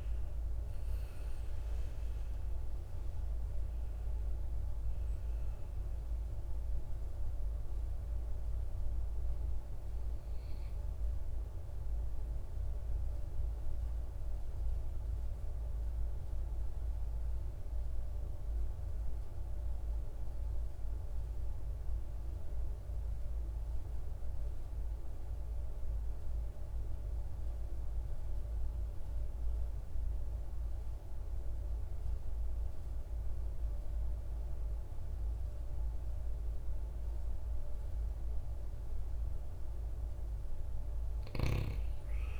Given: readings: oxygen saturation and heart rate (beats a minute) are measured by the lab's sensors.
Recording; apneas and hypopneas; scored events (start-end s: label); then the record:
breathing in sleep, hard to hear, by a room microphone; 1
0.00-19.00 s: oxygen desaturation (device-marked, oxygen 87% lowest, heart rate 53 extreme)
11.50-38.00 s: mixed apnea (oxygen 97% before, 87% lowest, heart rate 67 before, 53 extreme, up 18 after)
36.00-42.40 s: oxygen desaturation (device-marked, oxygen 99% before, 87% lowest, heart rate 54 before, 52 extreme)
From the record:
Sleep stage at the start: N2 (light sleep); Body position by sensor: on the right side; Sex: male